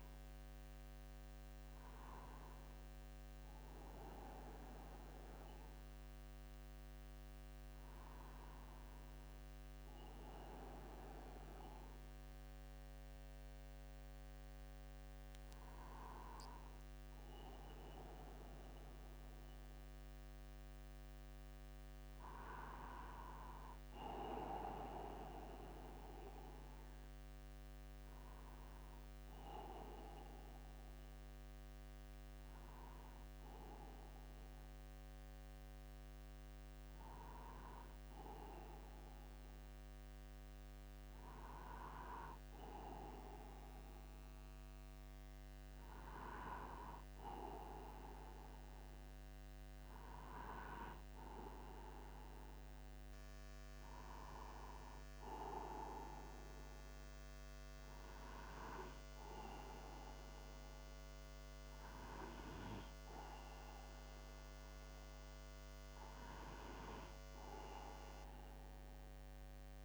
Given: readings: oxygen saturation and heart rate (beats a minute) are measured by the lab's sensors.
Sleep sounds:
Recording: a person partly awake in a sleep study, by a microphone on the trachea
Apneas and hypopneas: none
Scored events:
15.50-69.85 s: new sleep stage, N2 (light sleep)
From the record:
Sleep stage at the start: awake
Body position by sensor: upright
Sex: male

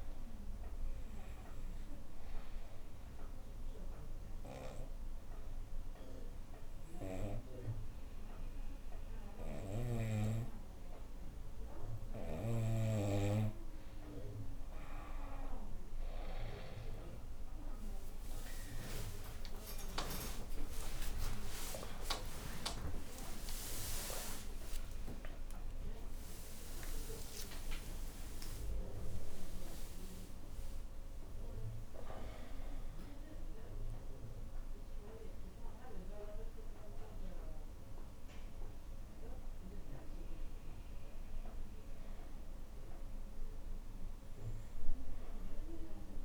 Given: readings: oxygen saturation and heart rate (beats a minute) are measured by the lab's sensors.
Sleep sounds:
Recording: breathing in sleep by a room microphone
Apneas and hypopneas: 1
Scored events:
1.50-13.00 s: hypopnea (oxygen 98% before, 91% lowest, heart rate 75 before, 73 extreme, up 49 after)
18.00-36.00 s: oxygen desaturation (device-marked, oxygen 96% before, 91% lowest, heart rate 74 before, 69 extreme)
19.50-25.50 s: arousal
From the record:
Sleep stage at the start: N2 (light sleep)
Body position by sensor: on the back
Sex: female

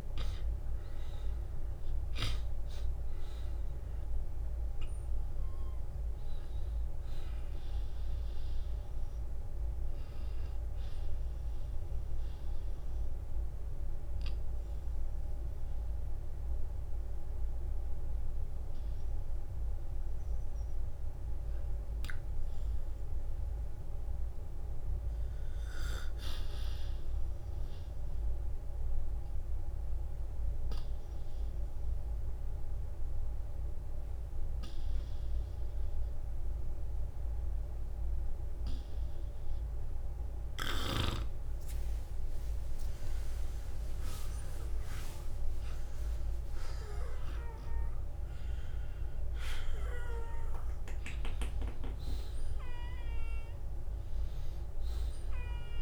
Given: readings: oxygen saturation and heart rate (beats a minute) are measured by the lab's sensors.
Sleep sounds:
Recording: breathing in sleep by a room microphone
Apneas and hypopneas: 1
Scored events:
0.00-5.50 s: oxygen desaturation (device-marked, oxygen 92% lowest, heart rate 50 extreme)
14.50-29.50 s: oxygen desaturation (device-marked, oxygen 94% before, 88% lowest, heart rate 63 before, 49 extreme)
26.00-41.50 s: obstructive apnea (oxygen 95% before, 88% lowest, heart rate 57 before, 49 extreme, up 10 after)
47.50-55.82 s: oxygen desaturation (device-marked, oxygen 96% before, 91% lowest, heart rate 54 before, 49 extreme)
54.50-55.82 s: arousal
From the record:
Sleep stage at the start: N2 (light sleep)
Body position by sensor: on the back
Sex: male

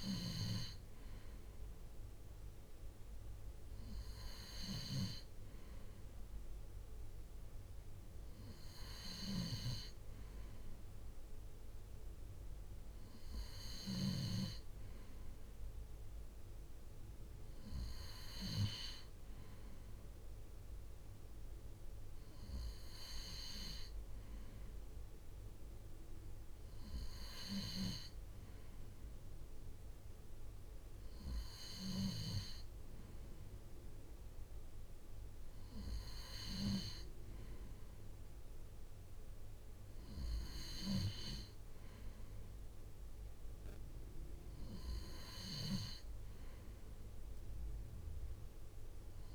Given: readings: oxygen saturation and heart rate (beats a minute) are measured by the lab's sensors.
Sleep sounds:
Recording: breathing in sleep by a room microphone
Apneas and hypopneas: none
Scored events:
none scored
From the record:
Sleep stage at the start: N2 (light sleep)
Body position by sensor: on the right side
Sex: male

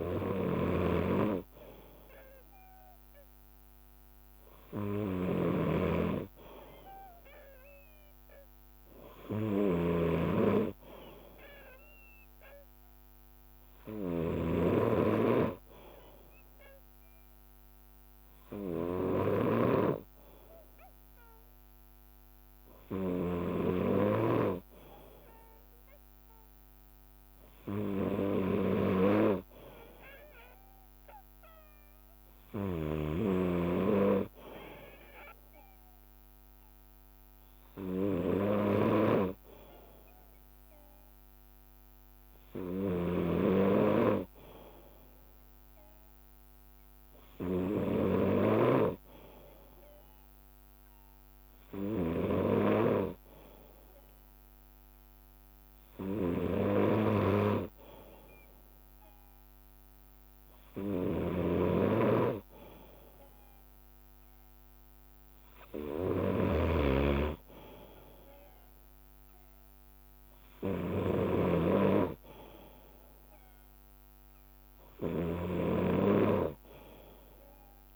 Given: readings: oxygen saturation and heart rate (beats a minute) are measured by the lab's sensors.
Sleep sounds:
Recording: breathing in sleep by a microphone on the trachea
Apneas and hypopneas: none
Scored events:
0.00-4.50 s: leg movement (device-marked)
0.00-42.00 s: bradycardia (device-marked, heart rate 55 extreme)
10.00-12.50 s: leg movement (device-marked)
36.50-41.50 s: leg movement (device-marked)
43.00-46.00 s: bradycardia (device-marked, heart rate 59 before, 59 extreme)
43.00-49.50 s: leg movement (device-marked)
47.00-69.00 s: bradycardia (device-marked, heart rate 59 before, 58 extreme)
52.00-58.50 s: leg movement (device-marked)
61.00-62.00 s: leg movement (device-marked)
63.50-70.50 s: leg movement (device-marked)
71.00-77.96 s: bradycardia (device-marked, heart rate 59 before, 58 extreme)
75.00-77.96 s: leg movement (device-marked)
From the record:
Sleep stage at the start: N2 (light sleep)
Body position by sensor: on the left side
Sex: male

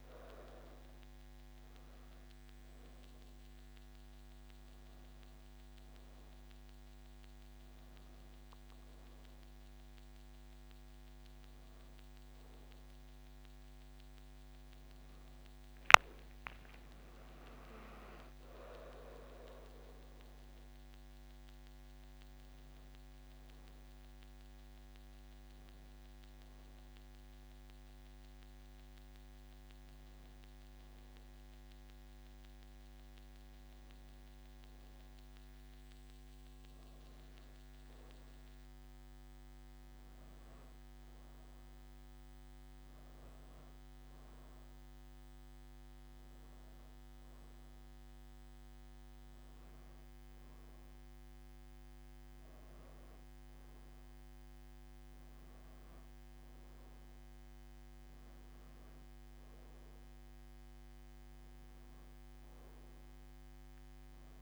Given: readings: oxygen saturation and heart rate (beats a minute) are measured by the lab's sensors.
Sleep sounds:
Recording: a person awake in a sleep study, hard to hear, by a microphone on the trachea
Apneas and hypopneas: none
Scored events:
46.00-64.42 s: oxygen desaturation (device-marked, oxygen 97% before, 92% lowest)
From the record:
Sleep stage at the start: awake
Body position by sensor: on the back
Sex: female

